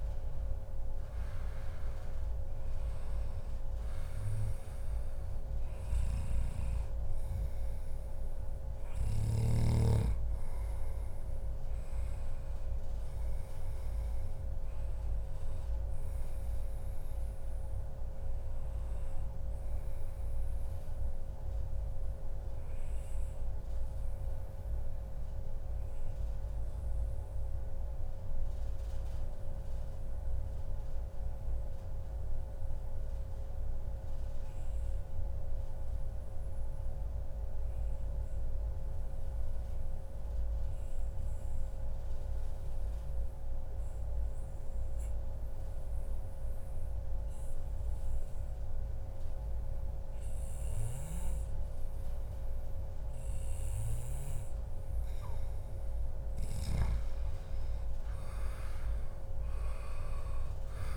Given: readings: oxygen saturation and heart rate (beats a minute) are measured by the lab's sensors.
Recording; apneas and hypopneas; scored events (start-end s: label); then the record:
breathing in sleep, hard to hear, by a room microphone; 1
11.50-15.50 s: oxygen desaturation (device-marked, oxygen 96% before, 93% lowest, heart rate 141 before, 105 extreme)
16.00-18.00 s: long interval between heartbeats (device-marked, heart rate 141 before, 132 extreme)
19.50-54.50 s: obstructive apnea (oxygen 97% before, 93% lowest, heart rate 139 before, 94 extreme, up 15 after)
55.50-60.97 s: oxygen desaturation (device-marked, oxygen 98% before, 93% lowest, heart rate 136 before, 97 extreme)
57.50-60.97 s: arousal
From the record:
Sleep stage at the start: N2 (light sleep); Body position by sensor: on the back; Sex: male